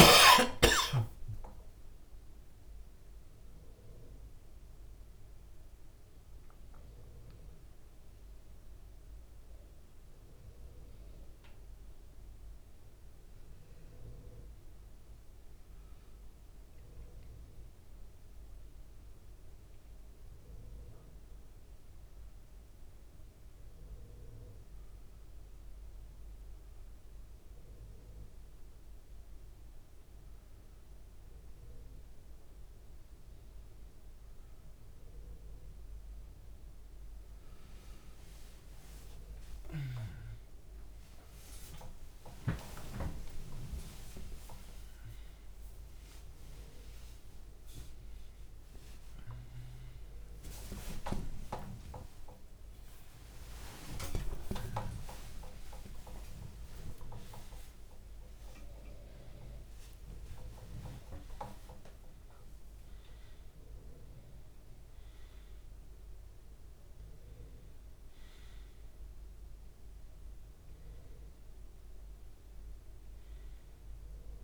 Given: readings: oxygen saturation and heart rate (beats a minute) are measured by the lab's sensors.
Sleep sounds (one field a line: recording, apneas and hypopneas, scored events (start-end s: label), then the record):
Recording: a person awake in a sleep study, by a room microphone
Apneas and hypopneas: none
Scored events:
6.50-74.44 s: new sleep stage, awake
7.50-30.50 s: oxygen desaturation (device-marked, oxygen 95% before, 91% lowest, heart rate 74 before, 77 extreme)
From the record:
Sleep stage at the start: N1 (lightest sleep)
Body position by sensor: on the back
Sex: male